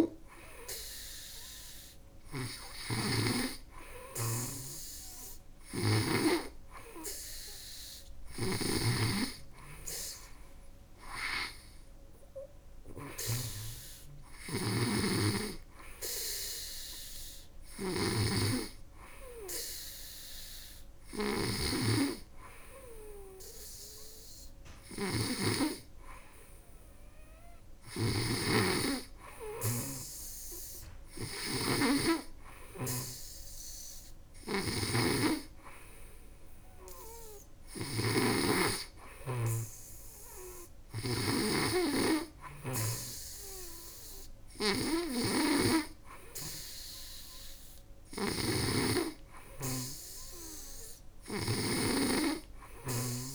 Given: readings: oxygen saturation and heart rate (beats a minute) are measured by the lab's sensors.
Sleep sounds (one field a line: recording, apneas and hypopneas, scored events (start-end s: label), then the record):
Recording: breathing in sleep by a room microphone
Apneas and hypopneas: none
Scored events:
0.00-3.00 s: snoring (device-marked)
14.00-53.34 s: snoring (device-marked)
From the record:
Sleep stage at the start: N2 (light sleep)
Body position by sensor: on the back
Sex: female